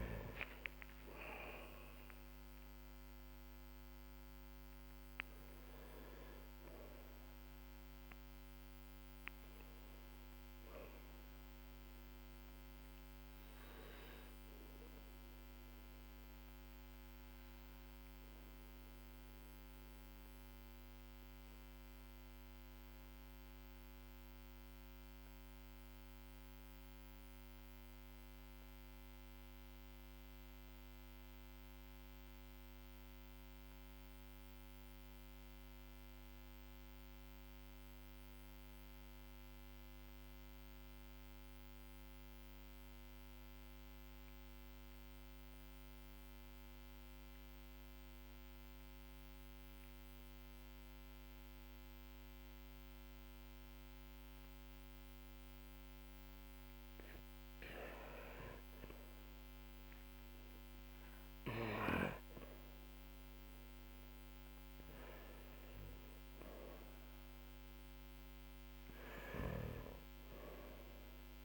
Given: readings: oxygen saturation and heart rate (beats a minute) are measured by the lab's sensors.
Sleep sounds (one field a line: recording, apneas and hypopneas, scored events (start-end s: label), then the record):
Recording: breathing in sleep by a microphone on the trachea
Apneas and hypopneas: 1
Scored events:
15.00-56.50 s: mixed apnea (oxygen 98% before, 91% lowest, heart rate 51 before, 43 extreme, up 14 after)
18.00-35.00 s: oxygen desaturation (device-marked, oxygen 96% before, 93% lowest, heart rate 49 before, 46 extreme)
50.00-71.45 s: oxygen desaturation (device-marked, oxygen 99% before, 91% lowest, heart rate 52 before, 42 extreme)
58.00-62.50 s: arousal
68.50-71.45 s: snoring (device-marked)
From the record:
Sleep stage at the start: N2 (light sleep)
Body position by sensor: on the back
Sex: male